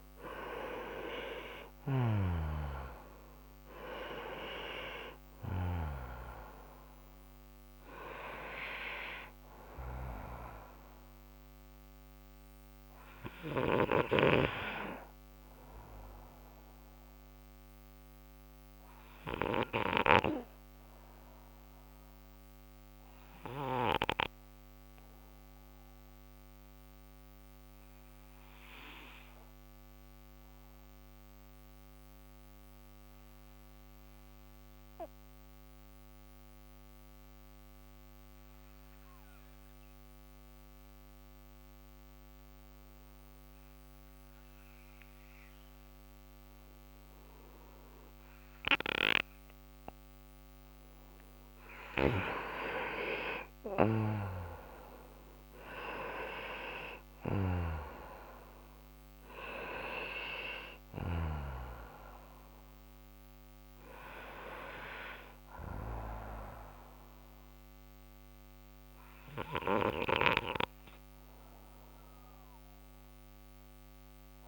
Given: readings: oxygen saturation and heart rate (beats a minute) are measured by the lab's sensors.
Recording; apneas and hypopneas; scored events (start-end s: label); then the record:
breathing in sleep by a microphone on the trachea; 1
0.00-2.00 s: snoring (device-marked)
0.00-3.00 s: arousal
12.00-28.00 s: oxygen desaturation (device-marked, oxygen 94% before, 88% lowest, heart rate 69 before, 62 extreme)
27.50-49.50 s: obstructive apnea (oxygen 94% before, 91% lowest, heart rate 66 before, 61 extreme, up 5 after)
51.00-55.50 s: arousal
66.00-74.48 s: oxygen desaturation (device-marked, oxygen 95% before, 91% lowest, heart rate 69 before, 57 extreme)
From the record:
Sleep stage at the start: N2 (light sleep); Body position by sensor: on the right side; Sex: male